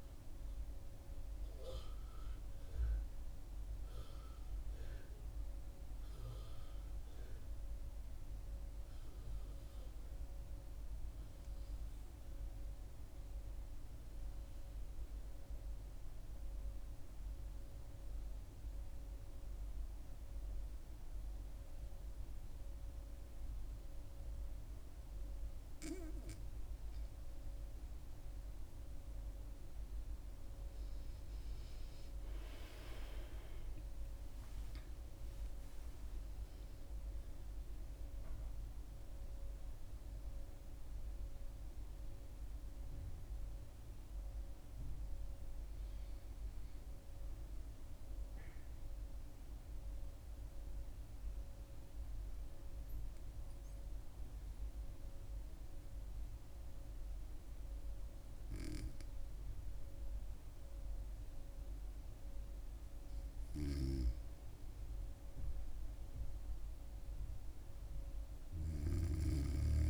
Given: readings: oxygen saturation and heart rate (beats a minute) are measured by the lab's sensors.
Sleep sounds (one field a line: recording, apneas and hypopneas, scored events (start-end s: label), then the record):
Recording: breathing in sleep by a room microphone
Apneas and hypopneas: 2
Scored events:
7.00-26.00 s: mixed apnea (oxygen 96% before, 90% lowest, heart rate 76 before, 67 extreme, up 2 after)
27.50-32.00 s: arousal
31.00-44.00 s: oxygen desaturation (device-marked, oxygen 99% before, 92% lowest, heart rate 68 before, 66 extreme)
46.00-55.00 s: oxygen desaturation (device-marked, oxygen 94% before, 90% lowest, heart rate 72 before, 66 extreme)
49.00-63.50 s: mixed apnea (oxygen 99% before, 90% lowest, heart rate 73 before, 66 extreme, up 2 after)
65.00-68.00 s: arousal
From the record:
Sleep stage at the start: N2 (light sleep)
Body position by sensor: on the back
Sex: female